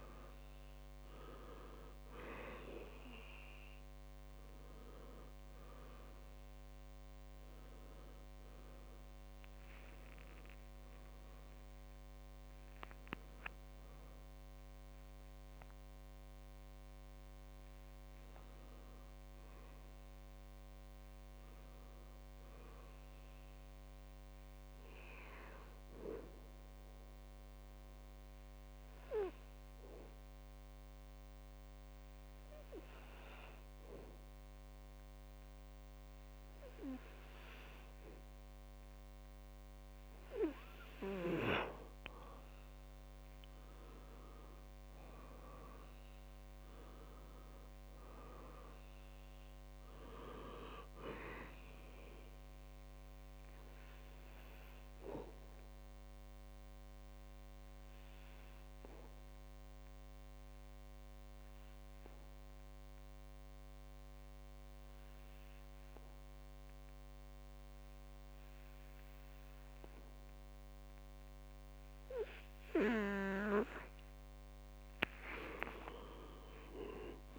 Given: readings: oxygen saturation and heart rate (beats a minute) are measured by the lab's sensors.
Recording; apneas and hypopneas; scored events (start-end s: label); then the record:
breathing in sleep by a microphone on the trachea; 2
0.00-20.50 s: oxygen desaturation (device-marked, oxygen 92% lowest, heart rate 60 extreme)
23.00-25.50 s: arousal
28.50-40.50 s: obstructive apnea (oxygen 97% before, 92% lowest, heart rate 70 before, 60 extreme, up 9 after)
42.50-46.00 s: arousal
49.50-67.50 s: oxygen desaturation (device-marked, oxygen 97% before, 93% lowest, heart rate 63 before, 63 extreme)
56.50-73.00 s: obstructive apnea (oxygen 98% before, 91% lowest, heart rate 65 before, 58 extreme, up 7 after)
75.50-77.38 s: arousal
From the record:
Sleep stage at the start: N2 (light sleep); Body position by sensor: on the back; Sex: male